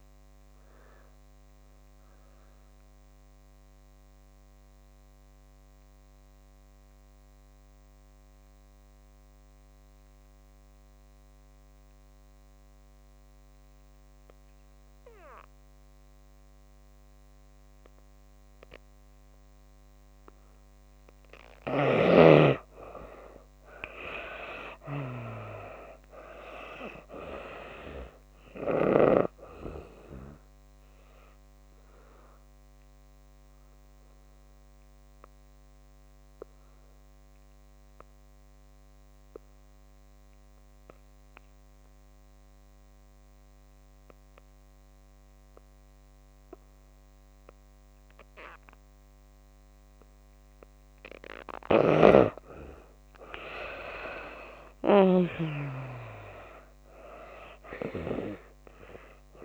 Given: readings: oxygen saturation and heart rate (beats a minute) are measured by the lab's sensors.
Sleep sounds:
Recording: breathing in sleep by a microphone on the trachea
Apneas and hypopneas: 2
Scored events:
0.00-18.50 s: oxygen desaturation (device-marked, oxygen 70% lowest)
0.50-20.00 s: obstructive apnea (oxygen 96% before, 70% lowest)
20.50-48.50 s: oxygen desaturation (device-marked, oxygen 97% before, 73% lowest)
22.00-25.00 s: arousal
31.50-50.00 s: obstructive apnea (oxygen 97% before, 71% lowest)
50.50-59.44 s: oxygen desaturation (device-marked, oxygen 95% before, 74% lowest)
52.50-56.50 s: arousal
From the record:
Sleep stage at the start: N2 (light sleep)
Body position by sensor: on the back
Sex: female

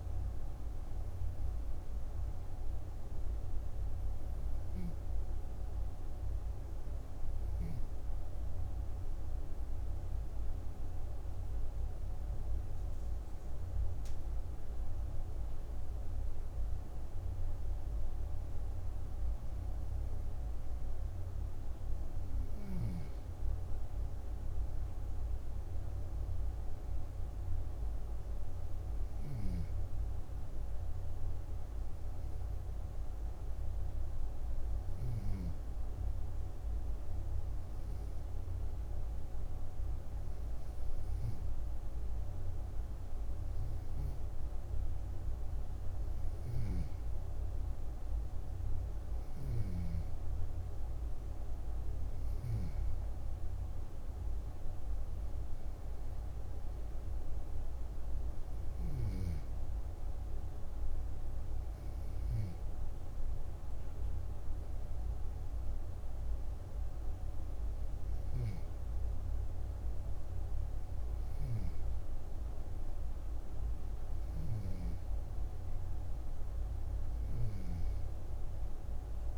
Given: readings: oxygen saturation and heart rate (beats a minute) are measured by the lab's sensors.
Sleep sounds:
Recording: breathing in sleep, hard to hear, by a room microphone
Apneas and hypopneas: 1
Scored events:
1.00-12.50 s: hypopnea (oxygen 93% before, 92% lowest)
13.50-18.50 s: arousal
From the record:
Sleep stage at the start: N2 (light sleep)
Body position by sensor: on the back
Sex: female

